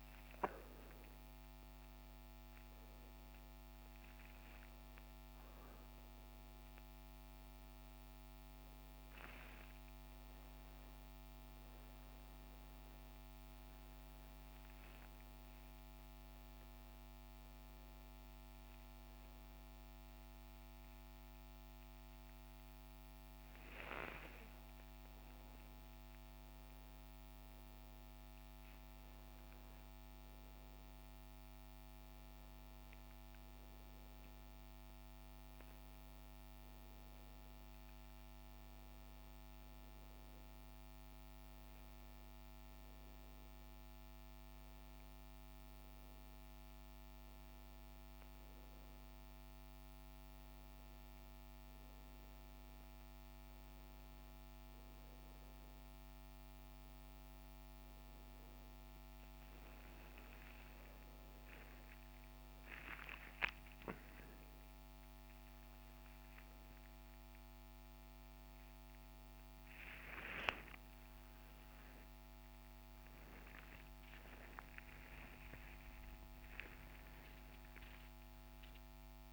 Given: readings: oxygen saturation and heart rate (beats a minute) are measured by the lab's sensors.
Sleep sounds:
a person awake in a sleep study, hard to hear, by a microphone on the trachea; none
none scored
From the record:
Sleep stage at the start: awake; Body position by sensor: on the right side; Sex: male

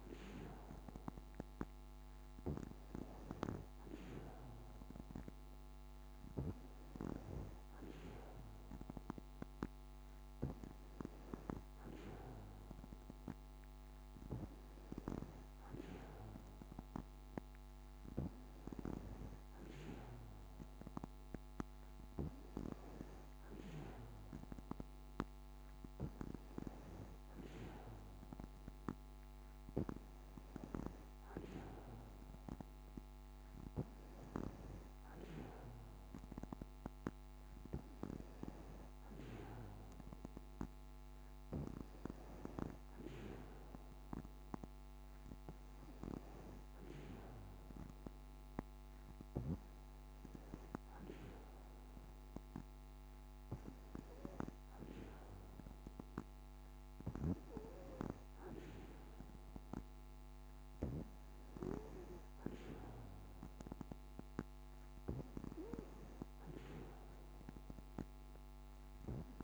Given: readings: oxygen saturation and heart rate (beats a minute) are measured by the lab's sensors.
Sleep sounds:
breathing in sleep by a microphone on the trachea; none
none scored
From the record:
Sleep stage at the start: N2 (light sleep); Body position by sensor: on the back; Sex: female

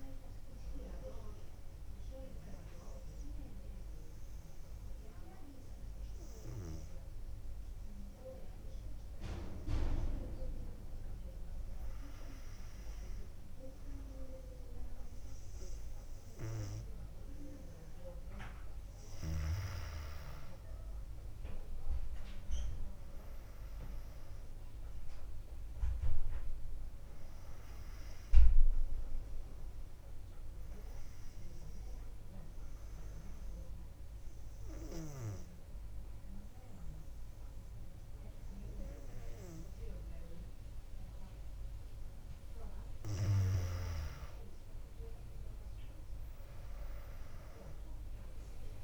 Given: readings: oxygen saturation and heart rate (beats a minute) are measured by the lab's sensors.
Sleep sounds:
breathing in sleep by a room microphone; 2
2.00-13.00 s: obstructive apnea (oxygen 99% before, 95% lowest, heart rate 62 before, 57 extreme, up 2 after)
17.00-22.00 s: arousal
32.50-43.50 s: obstructive apnea (oxygen 99% before, 95% lowest, heart rate 59 before, 58 extreme, up 3 after)
46.00-48.84 s: new sleep stage, REM sleep
From the record:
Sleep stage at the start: N2 (light sleep); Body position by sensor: on the back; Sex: female

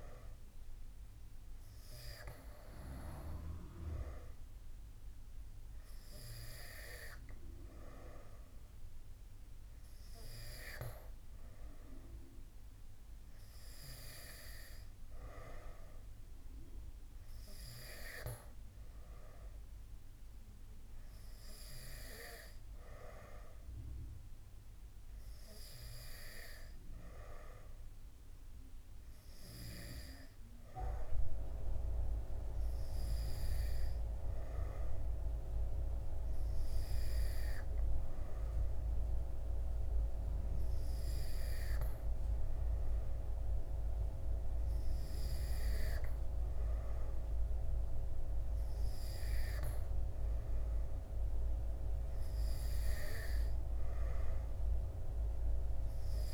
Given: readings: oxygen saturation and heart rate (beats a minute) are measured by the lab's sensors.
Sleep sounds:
breathing in sleep by a room microphone; none
none scored
From the record:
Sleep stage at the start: N2 (light sleep); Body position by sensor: on the back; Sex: male

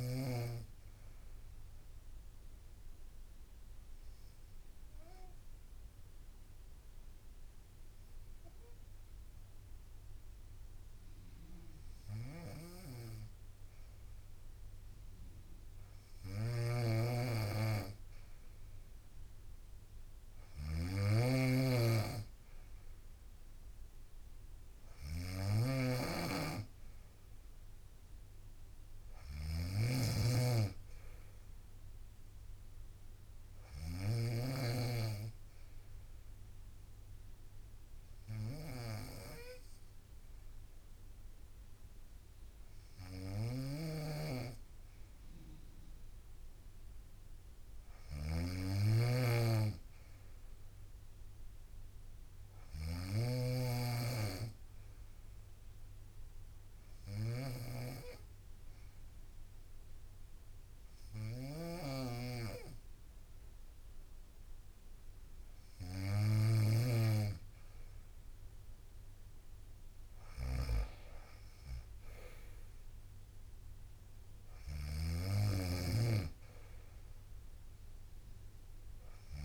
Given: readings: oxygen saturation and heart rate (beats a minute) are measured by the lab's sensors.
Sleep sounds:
breathing in sleep by a room microphone; 2
3.50-14.50 s: hypopnea (oxygen 94% before, 91% lowest, heart rate 62 before, 61 extreme, up 1 after)
12.00-79.45 s: snoring (device-marked)
17.00-20.50 s: arousal
26.50-40.50 s: oxygen desaturation (device-marked, oxygen 94% before, 91% lowest, heart rate 62 before, 61 extreme)
46.00-49.50 s: arousal
53.50-66.00 s: obstructive apnea (oxygen 94% before, 91% lowest, heart rate 62 before, 59 extreme, up 3 after)
71.50-75.50 s: arousal
From the record:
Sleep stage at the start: N2 (light sleep); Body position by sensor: on the right side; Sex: female

